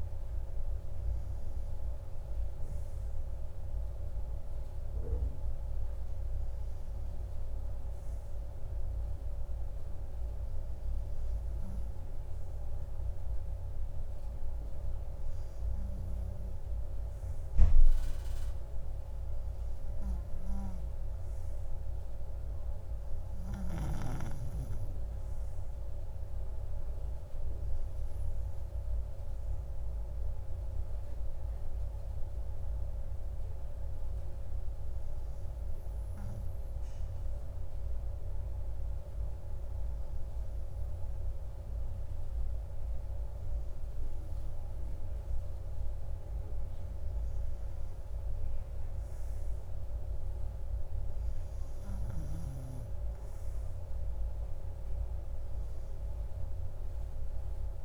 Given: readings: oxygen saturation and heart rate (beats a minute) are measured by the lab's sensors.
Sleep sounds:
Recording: breathing in sleep, hard to hear, by a room microphone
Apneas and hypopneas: none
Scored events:
none scored
From the record:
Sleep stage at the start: REM sleep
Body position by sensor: on the right side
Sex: male

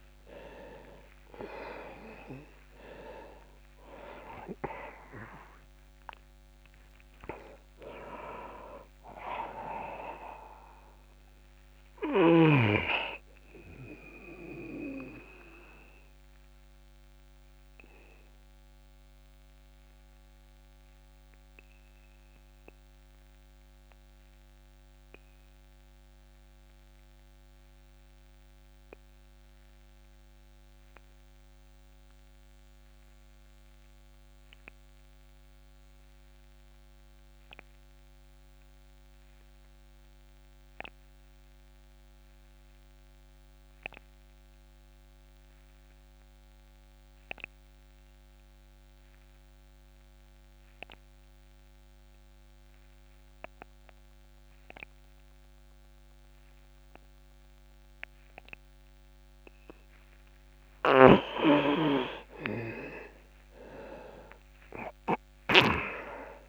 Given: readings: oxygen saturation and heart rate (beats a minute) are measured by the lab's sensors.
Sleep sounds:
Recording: breathing in sleep by a microphone on the trachea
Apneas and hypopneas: 1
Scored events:
0.00-4.00 s: arousal
0.00-31.00 s: oxygen desaturation (device-marked, oxygen 84% lowest, heart rate 35 extreme)
15.00-59.50 s: obstructive apnea (oxygen 98% before, 81% lowest)
48.00-66.49 s: oxygen desaturation (device-marked, oxygen 99% before, 81% lowest)
60.50-65.50 s: snoring (device-marked)
62.50-66.49 s: arousal
From the record:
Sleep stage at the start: N2 (light sleep)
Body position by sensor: on the back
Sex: male

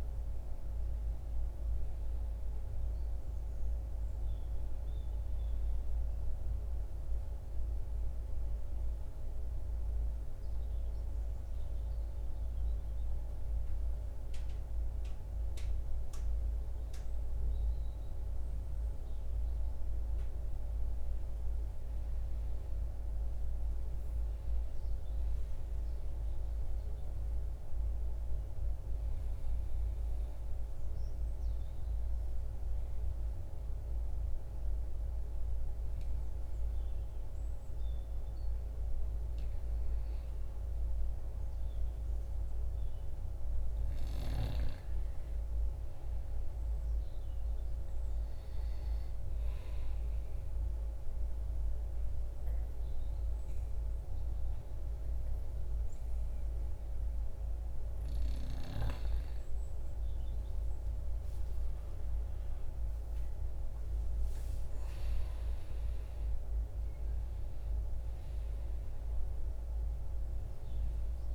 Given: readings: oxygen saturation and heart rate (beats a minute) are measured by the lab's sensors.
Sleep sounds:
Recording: breathing in sleep, hard to hear, by a room microphone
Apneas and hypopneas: 3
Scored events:
0.00-13.00 s: oxygen desaturation (device-marked, oxygen 89% lowest, heart rate 53 extreme)
5.50-15.50 s: central apnea (oxygen 97% before, 89% lowest, heart rate 62 before, 53 extreme, up 1 after)
17.50-22.00 s: arousal
29.00-39.00 s: central apnea (oxygen 96% before, 90% lowest, heart rate 55 before, 56 extreme, up 3 after)
41.00-44.00 s: arousal
49.50-59.50 s: central apnea (oxygen 96% before, 85% lowest, heart rate 58 before, 53 extreme, up 11 after)
62.50-67.00 s: arousal
From the record:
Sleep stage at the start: N2 (light sleep)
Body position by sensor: on the back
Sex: male

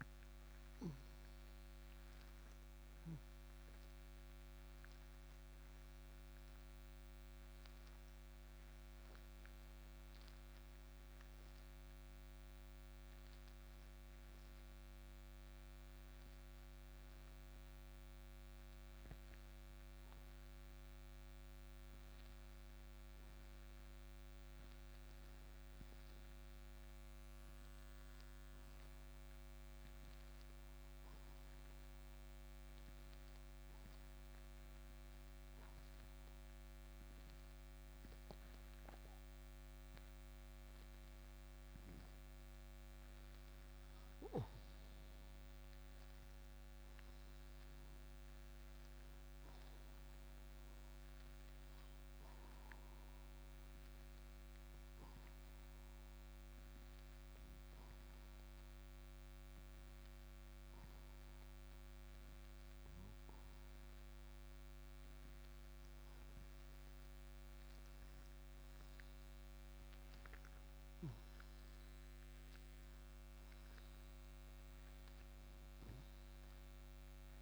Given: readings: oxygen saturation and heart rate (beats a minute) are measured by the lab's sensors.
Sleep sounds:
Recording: breathing in sleep, hard to hear, by a microphone on the trachea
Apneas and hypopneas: 2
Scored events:
0.00-31.50 s: oxygen desaturation (device-marked, oxygen 83% lowest, heart rate 57 extreme)
25.00-29.00 s: arousal
31.50-43.00 s: obstructive apnea (oxygen 94% before, 93% lowest, heart rate 59 before, 57 extreme, up 6 after)
44.50-48.50 s: arousal
53.00-66.50 s: obstructive apnea (oxygen 98% before, 91% lowest, heart rate 61 before, 57 extreme, up 6 after)
68.50-74.00 s: arousal
From the record:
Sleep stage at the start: N2 (light sleep)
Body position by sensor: on the right side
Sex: male

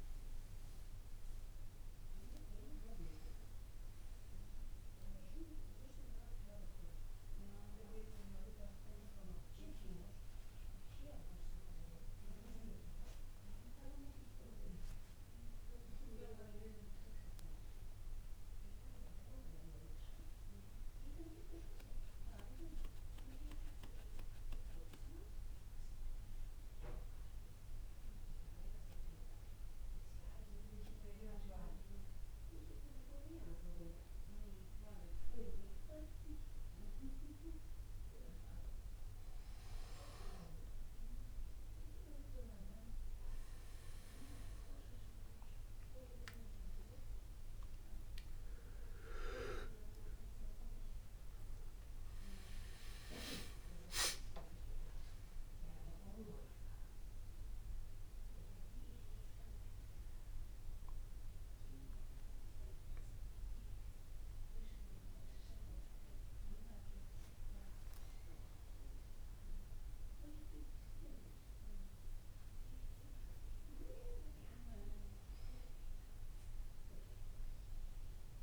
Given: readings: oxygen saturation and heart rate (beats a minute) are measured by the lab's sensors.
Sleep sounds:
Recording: breathing in sleep by a room microphone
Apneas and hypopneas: none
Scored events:
35.50-65.50 s: new sleep stage, N1 (lightest sleep)
52.50-57.50 s: arousal
65.50-78.43 s: new sleep stage, N2 (light sleep)
From the record:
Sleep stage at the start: N2 (light sleep)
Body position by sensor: on the back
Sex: male

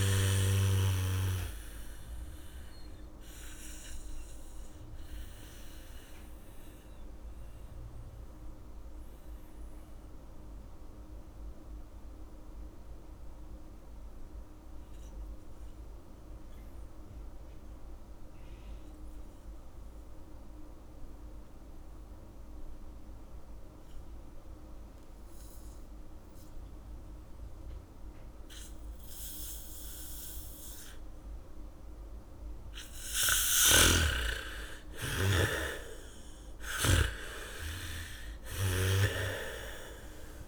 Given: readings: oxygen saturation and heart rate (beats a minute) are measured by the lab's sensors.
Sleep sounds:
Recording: breathing in sleep by a room microphone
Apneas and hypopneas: 1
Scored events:
0.00-19.00 s: oxygen desaturation (device-marked, oxygen 83% lowest, heart rate 52 extreme)
6.00-33.00 s: obstructive apnea (oxygen 98% before, 79% lowest, heart rate 62 before, 52 extreme, up 10 after)
27.00-40.48 s: oxygen desaturation (device-marked, oxygen 98% before, 79% lowest, heart rate 76 before, 52 extreme)
29.00-36.00 s: bradycardia (device-marked, heart rate 70 before, 57 extreme)
34.00-37.50 s: snoring (device-marked)
37.50-40.48 s: arousal
From the record:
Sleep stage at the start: N2 (light sleep)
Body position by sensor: on the back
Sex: female

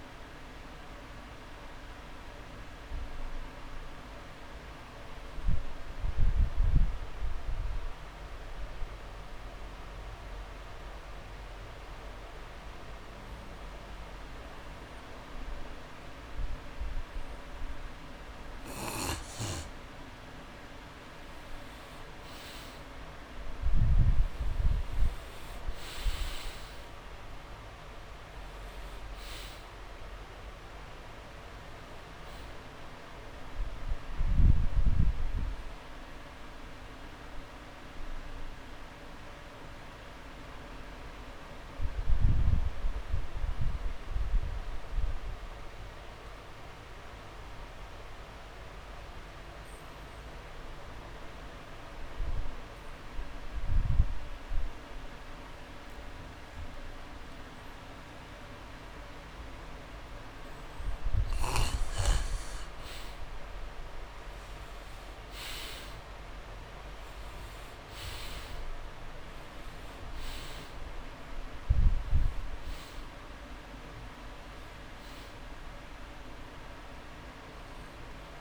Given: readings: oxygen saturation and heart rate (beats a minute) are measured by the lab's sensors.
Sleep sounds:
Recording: breathing in sleep, hard to hear, by a room microphone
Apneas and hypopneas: 2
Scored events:
1.50-19.50 s: obstructive apnea (oxygen 98% before, 88% lowest)
21.00-62.00 s: oxygen desaturation (device-marked, oxygen 98% before, 88% lowest)
21.50-25.00 s: arousal
37.00-61.00 s: obstructive apnea (oxygen 99% before, 86% lowest)
54.00-56.00 s: long interval between heartbeats (device-marked)
65.00-68.50 s: arousal
69.00-78.41 s: oxygen desaturation (device-marked, oxygen 98% before, 86% lowest)
70.00-72.00 s: long interval between heartbeats (device-marked)
From the record:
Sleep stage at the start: N2 (light sleep)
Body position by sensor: on the back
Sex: male

